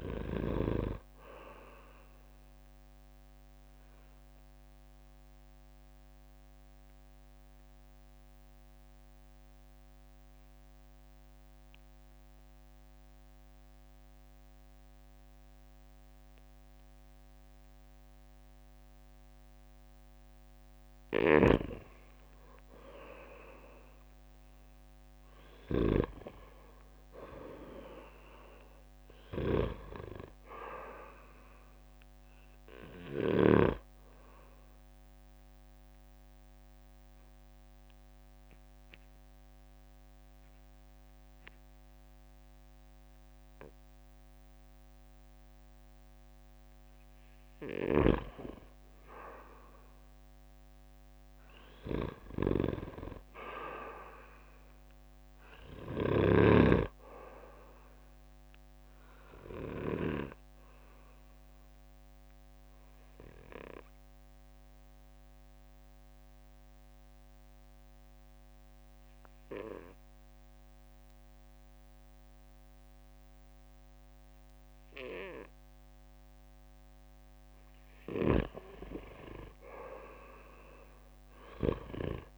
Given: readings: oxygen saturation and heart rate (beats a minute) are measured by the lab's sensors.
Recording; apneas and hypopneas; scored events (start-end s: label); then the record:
breathing in sleep by a microphone on the trachea; 3
0.00-11.00 s: oxygen desaturation (device-marked, oxygen 90% lowest, heart rate 56 extreme)
3.50-20.50 s: obstructive apnea (oxygen 97% before, 90% lowest, heart rate 66 before, 57 extreme, up 10 after)
22.50-26.00 s: arousal
27.00-46.00 s: oxygen desaturation (device-marked, oxygen 97% before, 90% lowest, heart rate 60 before, 57 extreme)
33.50-47.50 s: obstructive apnea (oxygen 97% before, 88% lowest, heart rate 64 before, 57 extreme, up 8 after)
51.50-55.00 s: arousal
59.50-77.50 s: obstructive apnea (oxygen 97% before, 88% lowest, heart rate 64 before, 55 extreme, up 16 after)
60.00-71.00 s: oxygen desaturation (device-marked, oxygen 97% before, 92% lowest, heart rate 64 before, 57 extreme)
From the record:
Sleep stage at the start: N2 (light sleep); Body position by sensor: on the back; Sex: male